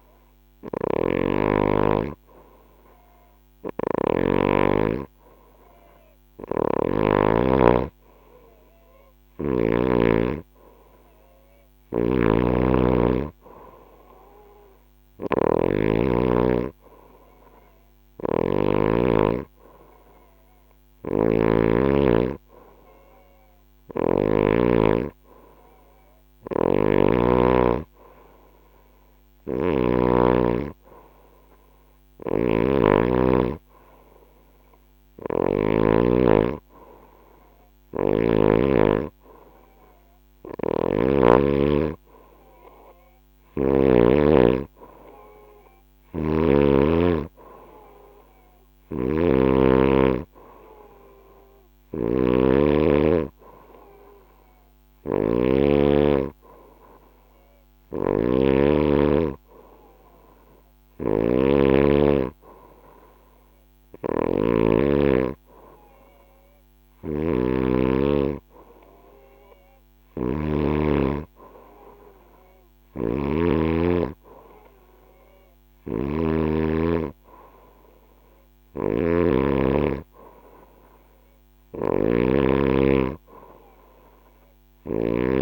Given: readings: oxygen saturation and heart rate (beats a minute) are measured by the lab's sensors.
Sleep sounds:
breathing in sleep by a microphone on the trachea; none
0.00-6.50 s: snoring (device-marked)
11.00-18.00 s: snoring (device-marked)
20.00-23.50 s: snoring (device-marked)
25.50-35.00 s: snoring (device-marked)
39.50-43.00 s: snoring (device-marked)
45.00-55.00 s: snoring (device-marked)
57.00-64.00 s: snoring (device-marked)
66.00-85.42 s: snoring (device-marked)
From the record:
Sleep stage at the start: N2 (light sleep); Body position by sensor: on the right side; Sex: female

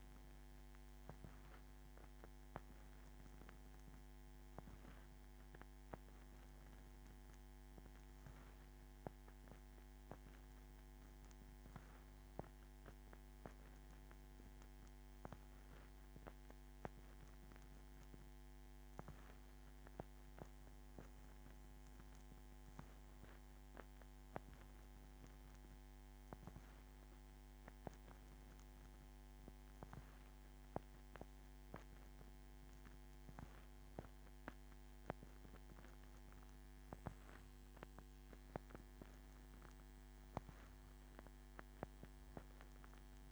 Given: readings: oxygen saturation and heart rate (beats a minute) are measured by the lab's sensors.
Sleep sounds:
breathing in sleep by a microphone on the trachea; none
28.50-43.32 s: new sleep stage, N2 (light sleep)
From the record:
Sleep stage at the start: N1 (lightest sleep); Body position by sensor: on the back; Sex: female

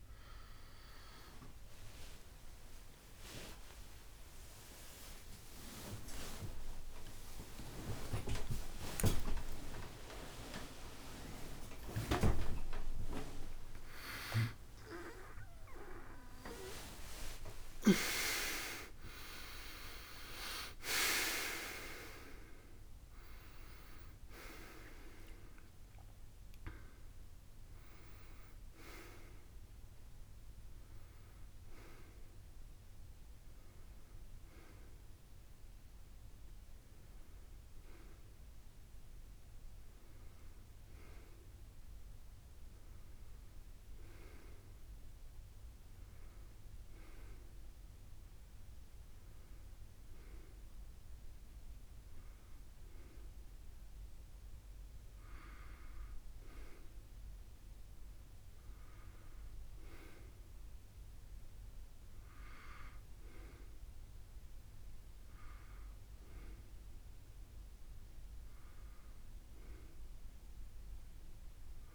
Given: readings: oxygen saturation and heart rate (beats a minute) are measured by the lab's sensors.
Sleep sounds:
a person partly awake in a sleep study, by a room microphone; none
22.50-71.95 s: new sleep stage, N1 (lightest sleep)
From the record:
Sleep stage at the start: awake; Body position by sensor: on the back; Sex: male

